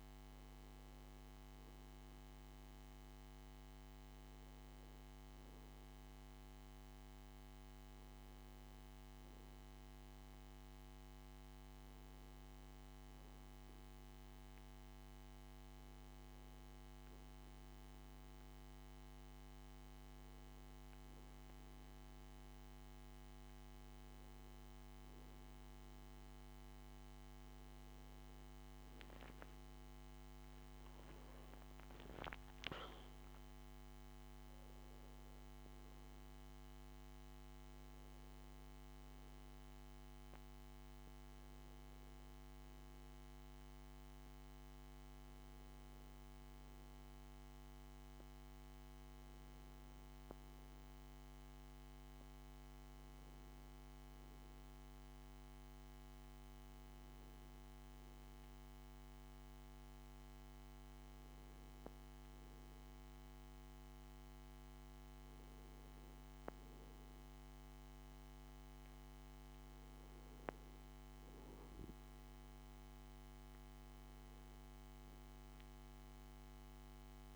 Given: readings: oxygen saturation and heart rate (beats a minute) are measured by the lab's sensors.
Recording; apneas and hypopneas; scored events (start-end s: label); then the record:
breathing in sleep, hard to hear, by a microphone on the trachea; none
34.50-39.50 s: arousal
From the record:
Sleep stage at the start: N2 (light sleep); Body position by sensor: on the back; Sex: male